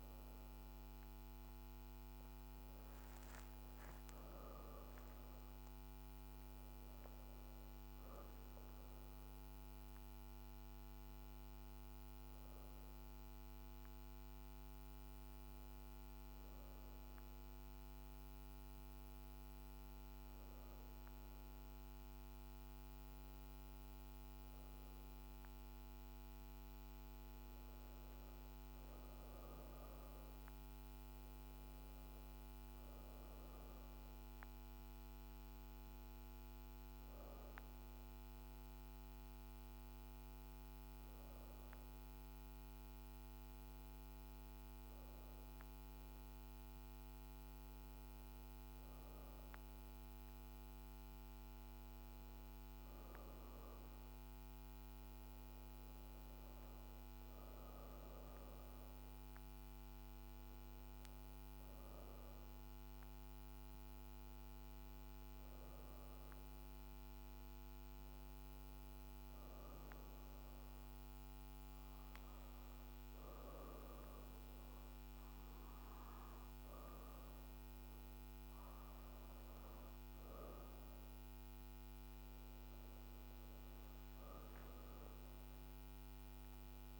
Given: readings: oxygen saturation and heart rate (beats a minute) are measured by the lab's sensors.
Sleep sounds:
breathing in sleep, hard to hear, by a microphone on the trachea; 1
56.00-74.00 s: oxygen desaturation (device-marked, oxygen 96% before, 92% lowest, heart rate 55 before, 55 extreme)
68.50-79.50 s: obstructive apnea (oxygen 96% before, 89% lowest, heart rate 56 before, 55 extreme, up 4 after)
81.50-85.00 s: arousal
85.00-87.00 s: oxygen desaturation (device-marked, oxygen 96% before, 89% lowest, heart rate 57 before, 54 extreme)
From the record:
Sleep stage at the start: N2 (light sleep); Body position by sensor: on the back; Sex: female

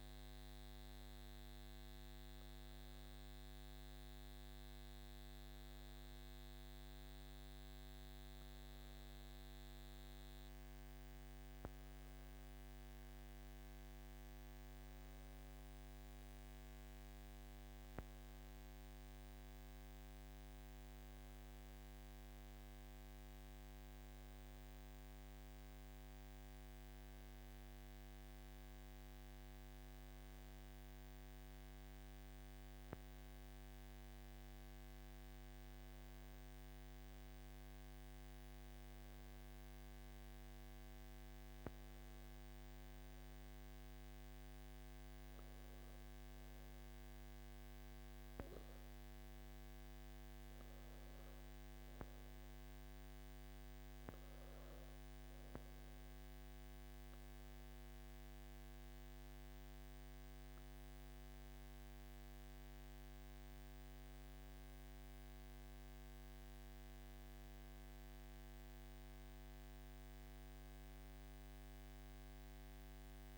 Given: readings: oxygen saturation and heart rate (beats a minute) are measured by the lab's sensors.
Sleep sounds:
breathing in sleep, hard to hear, by a microphone on the trachea; none
none scored
From the record:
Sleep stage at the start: N3 (deep sleep); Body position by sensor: on the back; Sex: male

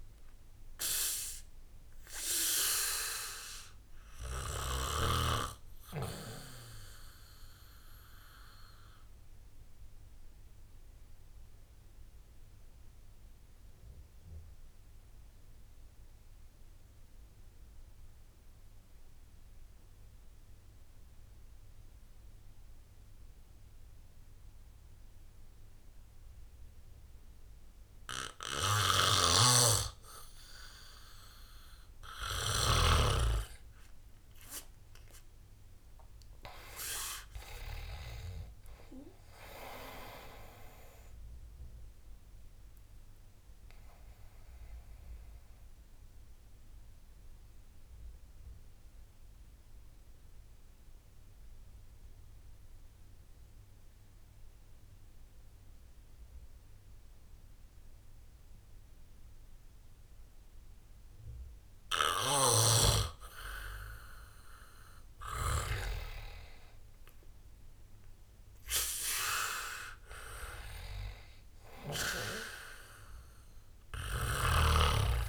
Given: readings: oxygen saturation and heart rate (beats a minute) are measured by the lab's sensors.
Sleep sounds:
breathing in sleep by a room microphone; 2
0.00-20.50 s: oxygen desaturation (device-marked, oxygen 88% lowest, heart rate 64 extreme)
6.00-32.50 s: obstructive apnea (oxygen 98% before, 88% lowest, heart rate 76 before, 64 extreme, up 16 after)
34.50-39.00 s: arousal
38.50-47.50 s: oxygen desaturation (device-marked, oxygen 98% before, 93% lowest, heart rate 72 before, 69 extreme)
44.50-63.50 s: obstructive apnea (oxygen 98% before, 89% lowest, heart rate 77 before, 66 extreme, up 8 after)
52.50-62.50 s: oxygen desaturation (device-marked, oxygen 94% before, 89% lowest, heart rate 79 before, 66 extreme)
66.00-70.50 s: arousal
From the record:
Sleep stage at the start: N2 (light sleep); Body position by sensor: on the back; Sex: male

